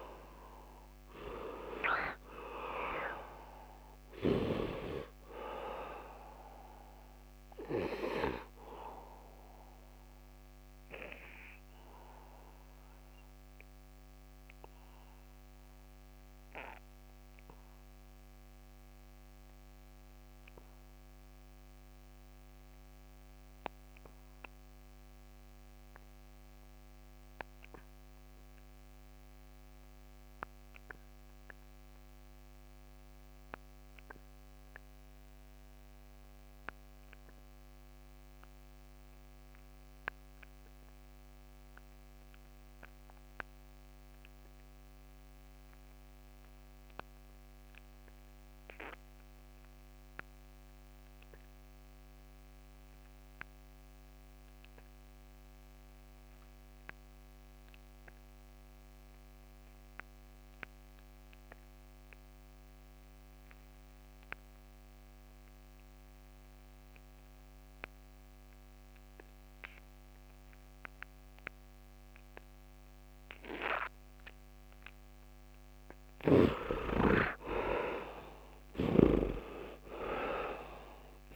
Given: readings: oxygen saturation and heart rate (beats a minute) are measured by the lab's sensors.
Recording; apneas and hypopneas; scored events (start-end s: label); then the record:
breathing in sleep by a microphone on the trachea; 1
0.00-2.00 s: arousal
0.00-18.00 s: oxygen desaturation (device-marked, oxygen 72% lowest, heart rate 69 extreme)
8.00-81.36 s: new sleep stage, N2 (light sleep)
9.50-74.50 s: mixed apnea (oxygen 99% before, 43% lowest, heart rate 86 before, 69 extreme, up 32 after)
25.00-81.36 s: oxygen desaturation (device-marked, oxygen 99% before, 43% lowest, heart rate 77 before, 69 extreme)
76.00-81.00 s: arousal
From the record:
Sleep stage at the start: N1 (lightest sleep); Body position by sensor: on the back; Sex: male